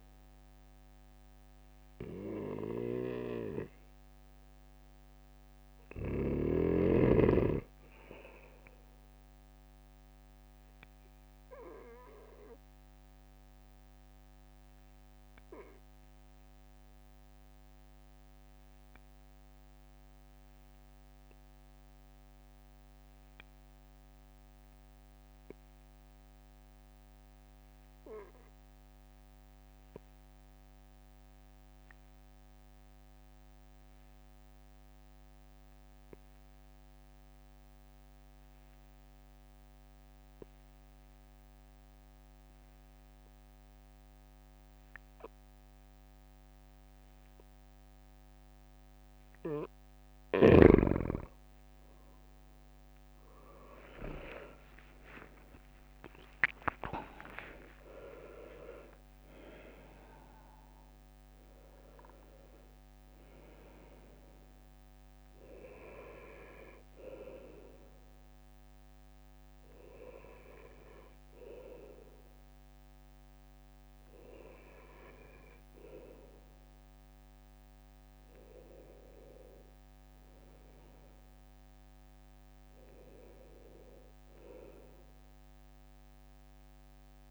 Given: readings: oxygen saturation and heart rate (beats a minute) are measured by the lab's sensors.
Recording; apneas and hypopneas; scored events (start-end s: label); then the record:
breathing in sleep by a microphone on the trachea; 1
9.50-46.50 s: obstructive apnea (oxygen 98% before, 90% lowest, heart rate 67 before, 64 extreme, up 8 after)
32.50-66.50 s: oxygen desaturation (device-marked, oxygen 97% before, 90% lowest, heart rate 66 before, 61 extreme)
52.50-57.50 s: arousal
From the record:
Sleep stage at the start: N2 (light sleep); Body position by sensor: on the right side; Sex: male